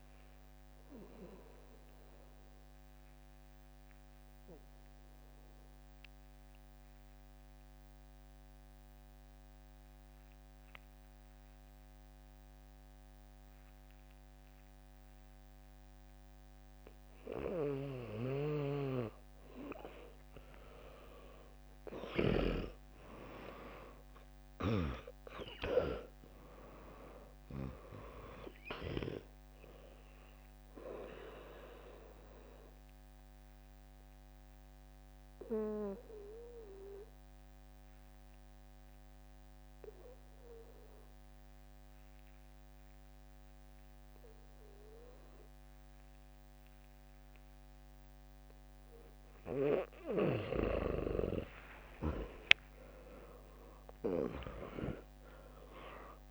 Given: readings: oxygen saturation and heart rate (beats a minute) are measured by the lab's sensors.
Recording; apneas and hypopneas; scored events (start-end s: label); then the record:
breathing in sleep by a microphone on the trachea; 2
0.00-2.50 s: drop in pulse transit time (device-marked, heart rate 69 extreme)
0.50-17.00 s: obstructive apnea (oxygen 100% before, 96% lowest, heart rate 73 before, 60 extreme, up 1 after)
20.00-25.00 s: arousal
24.50-39.50 s: drop in pulse transit time (device-marked, heart rate 62 before, 62 extreme)
26.50-43.50 s: oxygen desaturation (device-marked, oxygen 100% before, 96% lowest, heart rate 62 before, 57 extreme)
34.50-49.00 s: obstructive apnea (oxygen 100% before, 96% lowest, heart rate 67 before, 57 extreme, up 6 after)
45.50-50.50 s: bradycardia (device-marked, heart rate 75 before, 57 extreme)
51.50-56.31 s: arousal
52.00-56.31 s: snoring (device-marked)
54.50-56.31 s: drop in pulse transit time (device-marked, heart rate 70 before, 60 extreme)
From the record:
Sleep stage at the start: N2 (light sleep); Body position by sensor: on the back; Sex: female